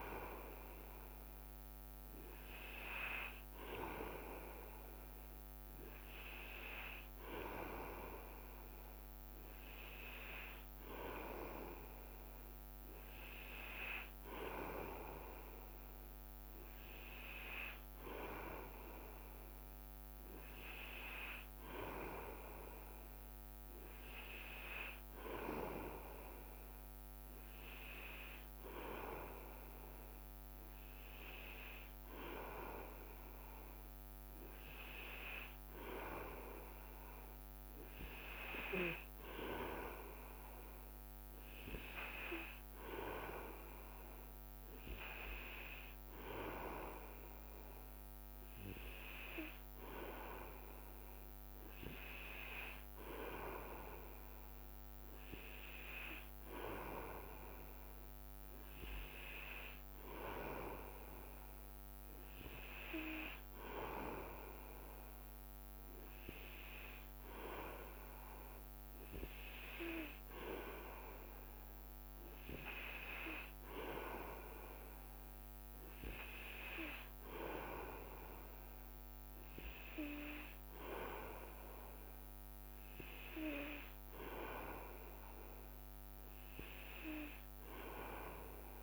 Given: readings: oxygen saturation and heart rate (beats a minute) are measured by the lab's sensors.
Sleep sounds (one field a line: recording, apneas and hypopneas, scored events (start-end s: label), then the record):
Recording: breathing in sleep by a microphone on the trachea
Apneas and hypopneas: none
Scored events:
55.50-62.00 s: leg movement (device-marked)
67.50-76.50 s: leg movement (device-marked)
82.00-84.50 s: leg movement (device-marked)
From the record:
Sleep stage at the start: N2 (light sleep)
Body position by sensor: on the back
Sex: male